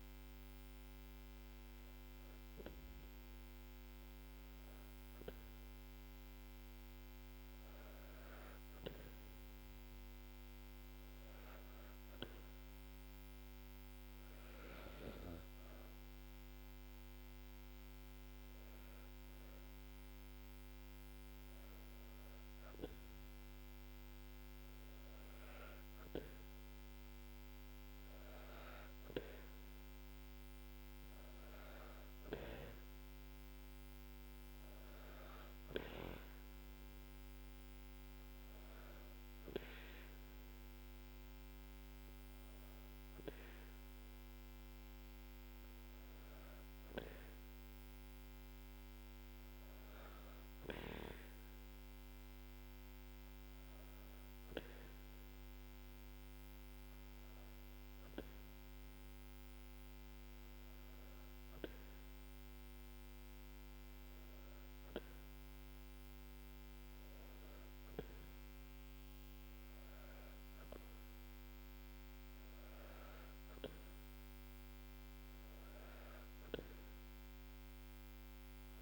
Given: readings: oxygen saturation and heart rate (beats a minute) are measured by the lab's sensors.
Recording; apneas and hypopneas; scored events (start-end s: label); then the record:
breathing in sleep by a microphone on the trachea; 1
14.50-27.50 s: hypopnea (oxygen 96% before, 93% lowest, heart rate 83 before, 81 extreme, up 3 after)
29.00-33.00 s: arousal
From the record:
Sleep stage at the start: N2 (light sleep); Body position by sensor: on the back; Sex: female